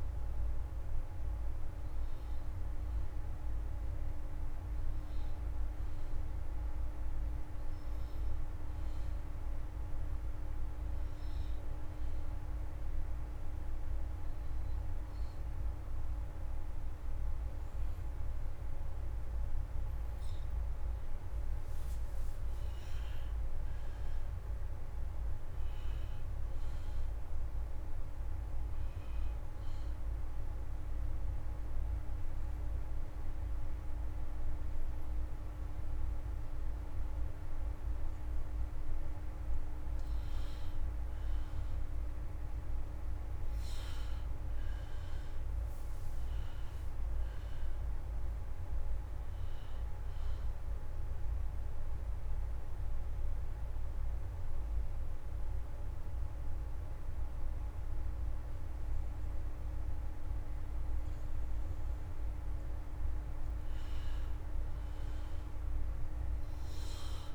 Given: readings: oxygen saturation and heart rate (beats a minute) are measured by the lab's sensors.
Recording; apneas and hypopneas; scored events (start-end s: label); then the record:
breathing in sleep, hard to hear, by a room microphone; 2
11.50-20.50 s: oxygen desaturation (device-marked, oxygen 97% before, 92% lowest, heart rate 139 before, 124 extreme)
20.50-67.35 s: new sleep stage, N2 (light sleep)
22.00-25.50 s: arousal
26.50-39.50 s: oxygen desaturation (device-marked, oxygen 93% before, 89% lowest, heart rate 148 before, 119 extreme)
29.50-39.50 s: obstructive apnea (oxygen 97% before, 86% lowest, heart rate 153 before, 119 extreme, up 23 after)
43.50-47.00 s: arousal
48.50-60.50 s: oxygen desaturation (device-marked, oxygen 95% before, 86% lowest, heart rate 137 before, 109 extreme)
51.00-62.50 s: obstructive apnea (oxygen 95% before, 86% lowest, heart rate 137 before, 109 extreme)
63.50-67.35 s: arousal
From the record:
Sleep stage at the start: N1 (lightest sleep); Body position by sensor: on the back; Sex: male